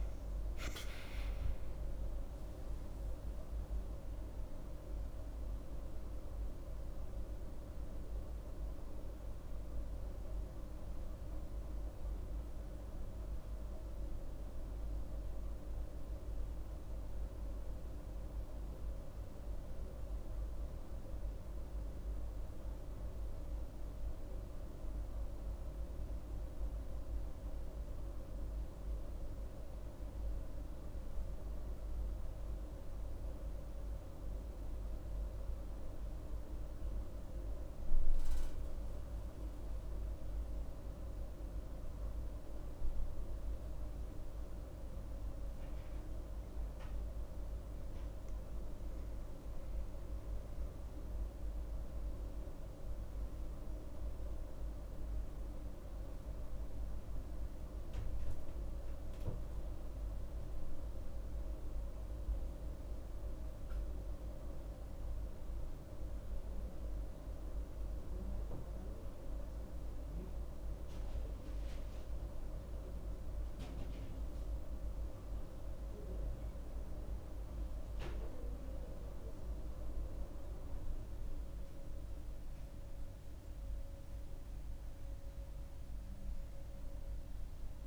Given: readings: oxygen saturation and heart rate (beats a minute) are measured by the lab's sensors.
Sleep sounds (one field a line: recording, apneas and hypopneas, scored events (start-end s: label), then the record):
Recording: breathing in sleep, hard to hear, by a room microphone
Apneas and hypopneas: 1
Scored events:
0.00-10.50 s: oxygen desaturation (device-marked, oxygen 90% lowest)
10.50-46.50 s: mixed apnea (oxygen 97% before, 90% lowest)
41.50-73.50 s: oxygen desaturation (device-marked, oxygen 98% before, 91% lowest)
48.00-52.00 s: arousal
78.50-82.00 s: arousal
From the record:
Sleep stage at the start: N2 (light sleep)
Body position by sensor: on the right side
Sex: female